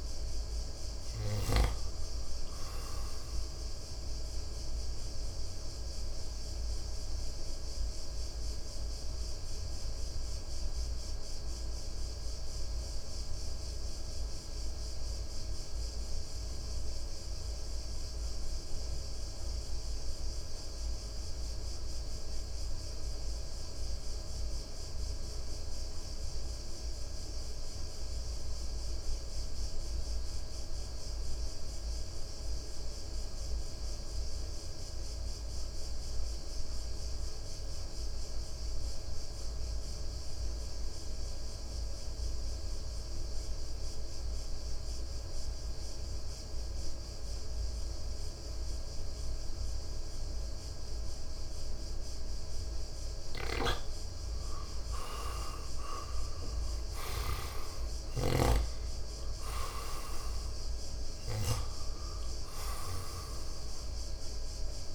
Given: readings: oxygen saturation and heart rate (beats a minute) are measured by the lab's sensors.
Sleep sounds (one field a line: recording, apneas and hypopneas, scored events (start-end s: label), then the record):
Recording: breathing in sleep by a room microphone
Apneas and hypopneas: 1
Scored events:
0.00-2.00 s: snoring (device-marked)
0.00-21.00 s: oxygen desaturation (device-marked, oxygen 84% lowest, heart rate 54 extreme)
4.50-52.50 s: mixed apnea (oxygen 96% before, 83% lowest, heart rate 64 before, 54 extreme, up 7 after)
37.00-64.95 s: oxygen desaturation (device-marked, oxygen 98% before, 83% lowest, heart rate 58 before, 56 extreme)
53.50-58.50 s: snoring (device-marked)
55.00-59.00 s: arousal
From the record:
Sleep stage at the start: N2 (light sleep)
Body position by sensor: on the right side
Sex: male